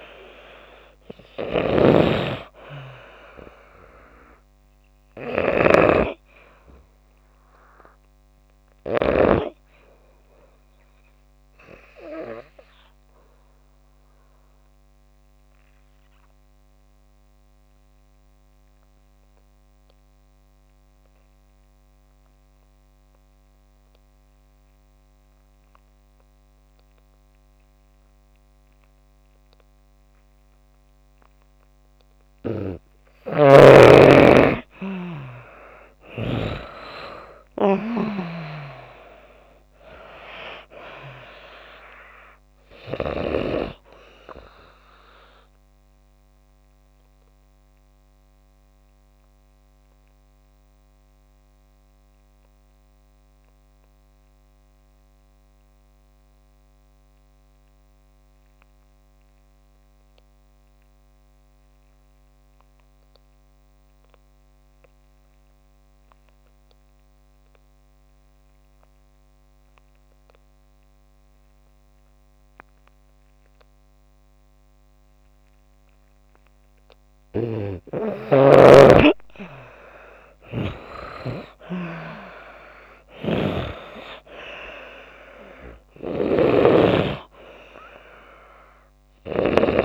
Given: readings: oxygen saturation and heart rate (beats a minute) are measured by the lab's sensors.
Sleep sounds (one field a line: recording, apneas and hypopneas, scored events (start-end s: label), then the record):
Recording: breathing in sleep by a microphone on the trachea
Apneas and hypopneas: 2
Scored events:
0.00-5.50 s: snoring (device-marked)
3.00-30.00 s: oxygen desaturation (device-marked, oxygen 97% before, 83% lowest)
10.50-31.50 s: obstructive apnea (oxygen 97% before, 80% lowest)
34.00-37.50 s: arousal
37.00-70.00 s: oxygen desaturation (device-marked, oxygen 96% before, 80% lowest)
46.00-76.50 s: obstructive apnea (oxygen 96% before, 78% lowest)
78.00-89.85 s: oxygen desaturation (device-marked, oxygen 97% before, 78% lowest)
79.50-82.00 s: arousal
From the record:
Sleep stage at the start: N2 (light sleep)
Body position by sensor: on the back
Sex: female